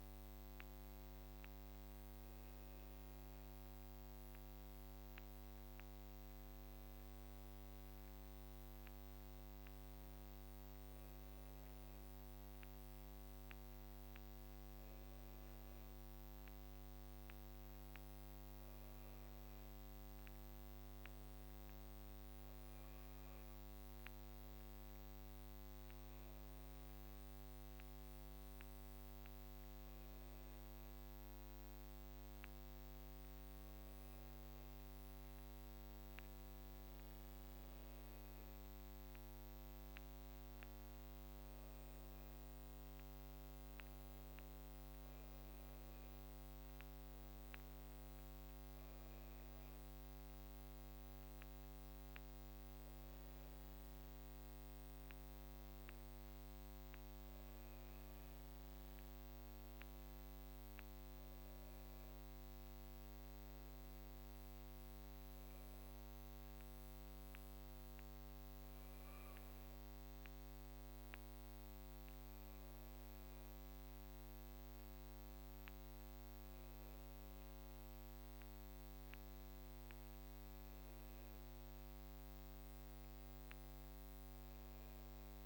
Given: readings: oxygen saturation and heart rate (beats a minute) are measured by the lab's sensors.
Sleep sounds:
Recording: breathing in sleep, hard to hear, by a microphone on the trachea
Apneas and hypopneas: none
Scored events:
25.50-31.00 s: arousal
51.50-85.46 s: new sleep stage, N2 (light sleep)
From the record:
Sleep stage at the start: N1 (lightest sleep)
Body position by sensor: on the back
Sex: female

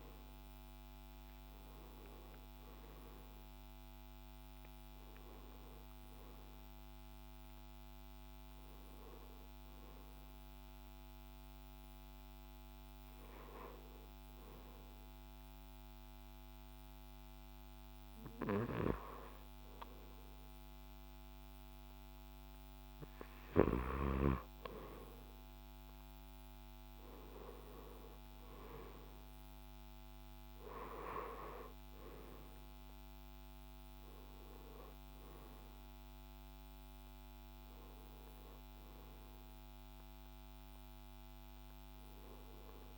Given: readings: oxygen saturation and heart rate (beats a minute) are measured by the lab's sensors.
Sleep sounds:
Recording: breathing in sleep by a microphone on the trachea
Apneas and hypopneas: 1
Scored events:
0.00-1.00 s: oxygen desaturation (device-marked, oxygen 88% lowest)
0.00-9.00 s: drop in pulse transit time (device-marked)
12.00-24.50 s: hypopnea (oxygen 94% before, 88% lowest)
26.00-29.00 s: arousal
32.00-42.98 s: oxygen desaturation (device-marked, oxygen 96% before, 88% lowest)
From the record:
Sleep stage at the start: N2 (light sleep)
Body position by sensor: on the left side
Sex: male

